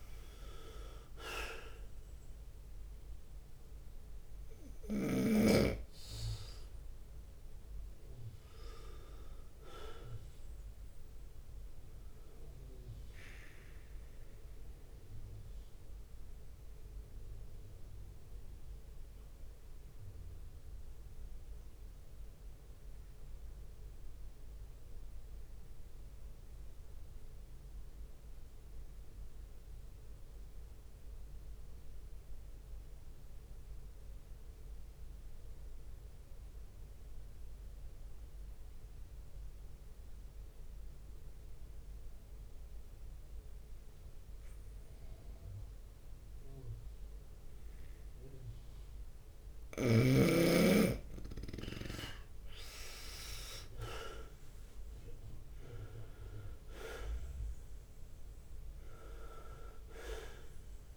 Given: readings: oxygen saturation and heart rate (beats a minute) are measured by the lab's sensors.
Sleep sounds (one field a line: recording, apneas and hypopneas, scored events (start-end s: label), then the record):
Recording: breathing in sleep by a room microphone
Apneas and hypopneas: 1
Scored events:
0.00-23.00 s: oxygen desaturation (device-marked, oxygen 93% lowest)
0.00-41.00 s: bradycardia (device-marked)
5.50-7.50 s: long interval between heartbeats (device-marked)
15.00-48.50 s: obstructive apnea (oxygen 97% before, 91% lowest)
17.00-19.00 s: long interval between heartbeats (device-marked)
39.00-60.97 s: oxygen desaturation (device-marked, oxygen 99% before, 91% lowest)
47.00-60.97 s: bradycardia (device-marked)
47.50-56.00 s: leg movement (device-marked)
52.50-57.00 s: arousal
From the record:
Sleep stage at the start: N2 (light sleep)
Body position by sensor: on the right side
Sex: male